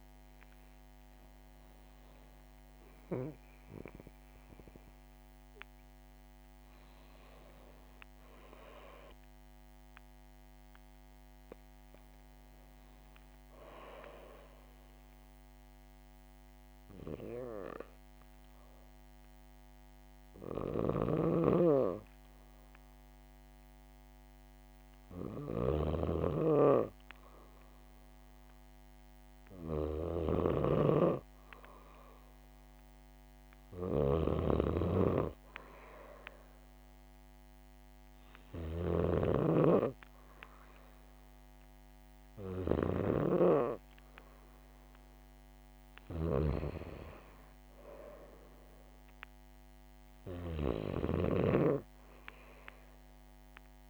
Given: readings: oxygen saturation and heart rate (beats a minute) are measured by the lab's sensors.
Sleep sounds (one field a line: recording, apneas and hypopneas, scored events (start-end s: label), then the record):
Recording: breathing in sleep by a microphone on the trachea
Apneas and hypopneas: 1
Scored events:
10.00-40.00 s: new sleep stage, N2 (light sleep)
15.50-27.50 s: hypopnea (oxygen 100% before, 95% lowest, heart rate 71 before, 67 extreme, up 2 after)
20.50-43.00 s: snoring (device-marked)
30.00-34.50 s: arousal
40.00-53.90 s: new sleep stage, REM sleep
From the record:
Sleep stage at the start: N1 (lightest sleep)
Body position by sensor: on the back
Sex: female